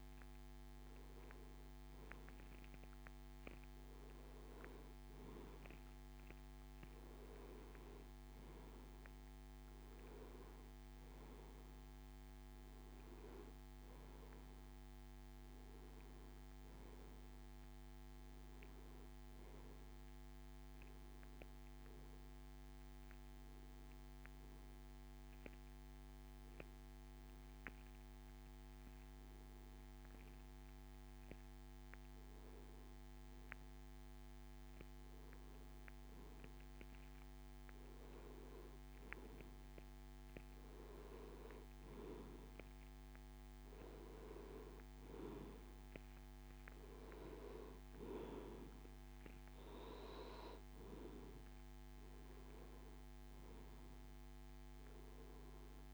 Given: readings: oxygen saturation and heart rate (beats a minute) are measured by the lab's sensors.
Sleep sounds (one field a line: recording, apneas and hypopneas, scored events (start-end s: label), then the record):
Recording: breathing in sleep by a microphone on the trachea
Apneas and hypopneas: none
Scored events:
none scored
From the record:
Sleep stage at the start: N1 (lightest sleep)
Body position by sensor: on the back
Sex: male